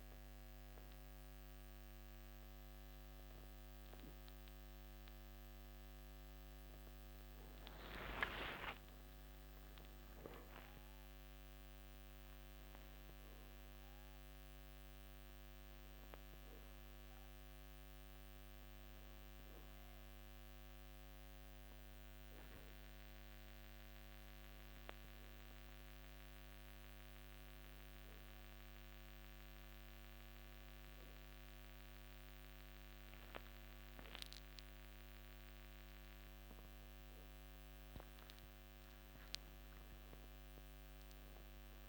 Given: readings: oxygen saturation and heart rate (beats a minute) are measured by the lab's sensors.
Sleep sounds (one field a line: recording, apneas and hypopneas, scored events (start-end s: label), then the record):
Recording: a person awake in a sleep study, hard to hear, by a microphone on the trachea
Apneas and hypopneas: none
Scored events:
27.50-41.89 s: new sleep stage, N1 (lightest sleep)
From the record:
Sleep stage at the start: awake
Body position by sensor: on the back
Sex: male